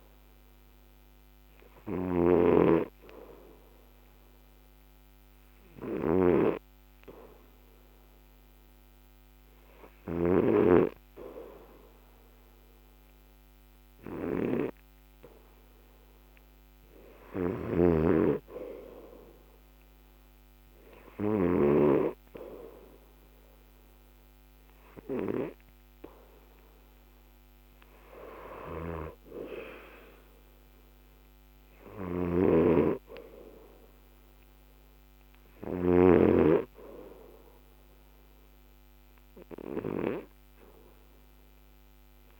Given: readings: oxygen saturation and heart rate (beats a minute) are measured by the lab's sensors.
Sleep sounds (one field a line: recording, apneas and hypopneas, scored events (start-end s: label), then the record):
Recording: breathing in sleep by a microphone on the trachea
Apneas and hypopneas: none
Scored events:
0.00-10.50 s: snoring (device-marked)
17.00-27.00 s: oxygen desaturation (device-marked, oxygen 95% before, 92% lowest, heart rate 69 before, 64 extreme)
17.50-21.50 s: snoring (device-marked)
30.00-42.40 s: new sleep stage, REM sleep
32.00-36.00 s: snoring (device-marked)
From the record:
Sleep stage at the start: N2 (light sleep)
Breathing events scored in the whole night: 401 in 5.4 hours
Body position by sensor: on the left side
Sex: male